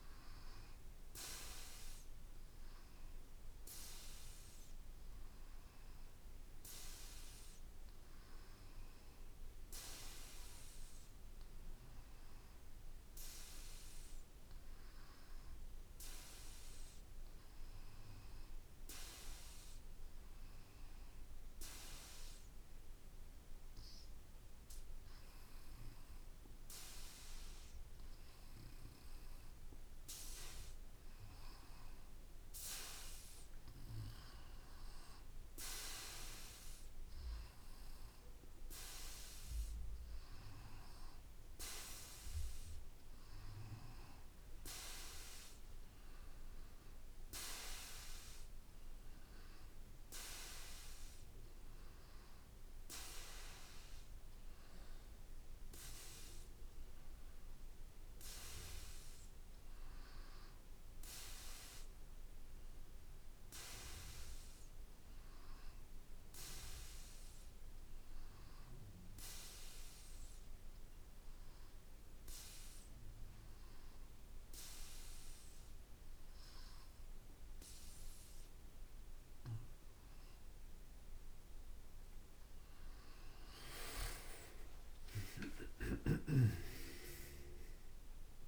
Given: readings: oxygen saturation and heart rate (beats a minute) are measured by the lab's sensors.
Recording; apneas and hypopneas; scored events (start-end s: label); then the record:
breathing in sleep by a room microphone; 1
0.00-6.00 s: drop in pulse transit time (device-marked, heart rate 58 extreme)
58.50-62.50 s: arousal
66.50-79.00 s: hypopnea (oxygen 95% before, 93% lowest, heart rate 59 before, 56 extreme, up 3 after)
85.50-88.48 s: arousal
86.00-88.48 s: drop in pulse transit time (device-marked, heart rate 58 before, 59 extreme)
From the record:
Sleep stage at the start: N2 (light sleep); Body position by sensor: on the back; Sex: male